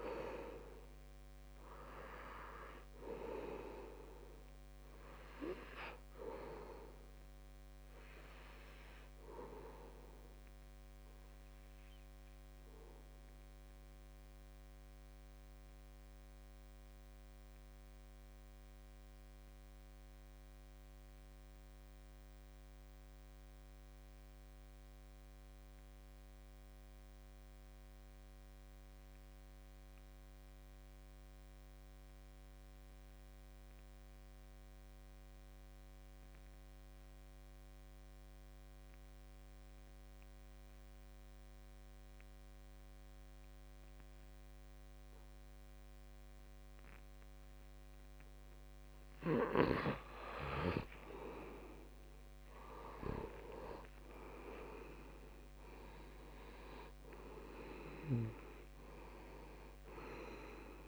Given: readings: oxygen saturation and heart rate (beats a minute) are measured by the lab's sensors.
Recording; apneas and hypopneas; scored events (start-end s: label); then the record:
breathing in sleep by a microphone on the trachea; 1
0.00-1.00 s: arousal
0.00-23.00 s: oxygen desaturation (device-marked, oxygen 82% lowest, heart rate 66 extreme)
14.00-47.00 s: obstructive apnea (oxygen 95% before, 81% lowest, heart rate 73 before, 66 extreme, up 4 after)
37.00-60.88 s: oxygen desaturation (device-marked, oxygen 96% before, 81% lowest, heart rate 68 before, 67 extreme)
51.50-56.00 s: arousal
From the record:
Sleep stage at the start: N2 (light sleep); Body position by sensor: on the back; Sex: male